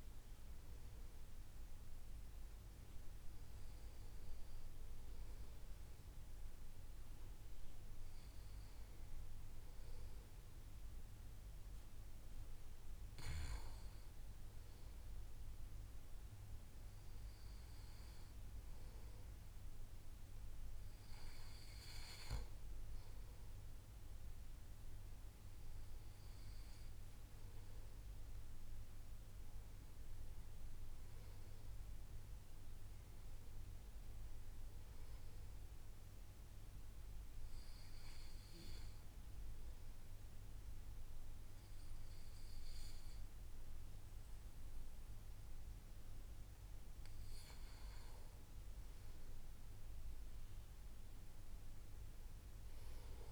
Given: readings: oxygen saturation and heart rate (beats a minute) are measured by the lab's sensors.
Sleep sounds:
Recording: breathing in sleep, hard to hear, by a room microphone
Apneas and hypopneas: 1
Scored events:
27.50-31.50 s: arousal
36.00-47.50 s: obstructive apnea (oxygen 93% before, 89% lowest, heart rate 61 before, 57 extreme, up 2 after)
50.50-53.32 s: arousal
From the record:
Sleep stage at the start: N2 (light sleep)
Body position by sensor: on the back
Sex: male

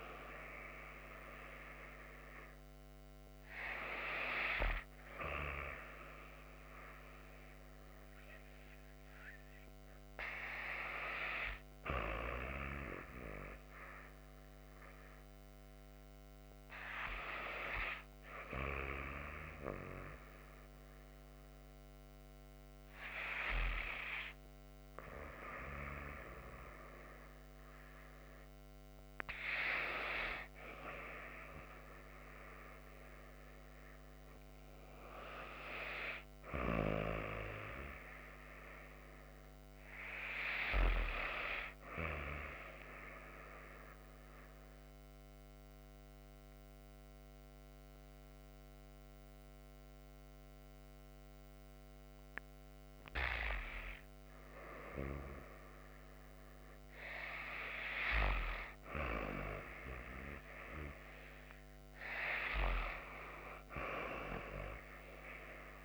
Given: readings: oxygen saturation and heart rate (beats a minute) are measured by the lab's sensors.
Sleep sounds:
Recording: breathing in sleep by a microphone on the trachea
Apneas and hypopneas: 1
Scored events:
0.00-25.00 s: oxygen desaturation (device-marked, oxygen 88% lowest)
30.00-34.50 s: arousal
43.50-54.50 s: central apnea (oxygen 97% before, 92% lowest)
63.00-65.85 s: arousal
From the record:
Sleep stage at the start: N2 (light sleep)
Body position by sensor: on the back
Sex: female

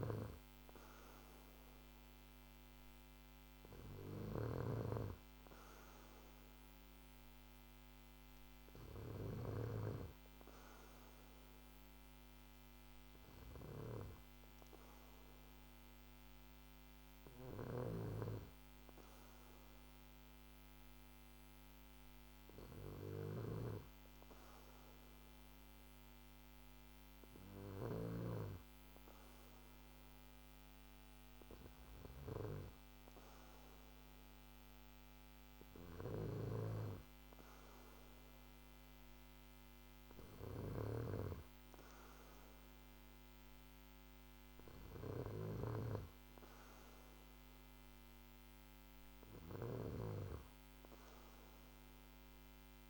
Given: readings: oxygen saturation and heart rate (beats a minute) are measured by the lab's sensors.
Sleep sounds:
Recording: breathing in sleep by a microphone on the trachea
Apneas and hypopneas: none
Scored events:
0.00-9.00 s: snoring (device-marked)
27.50-49.50 s: snoring (device-marked)
From the record:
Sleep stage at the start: N2 (light sleep)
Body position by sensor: on the back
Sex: male

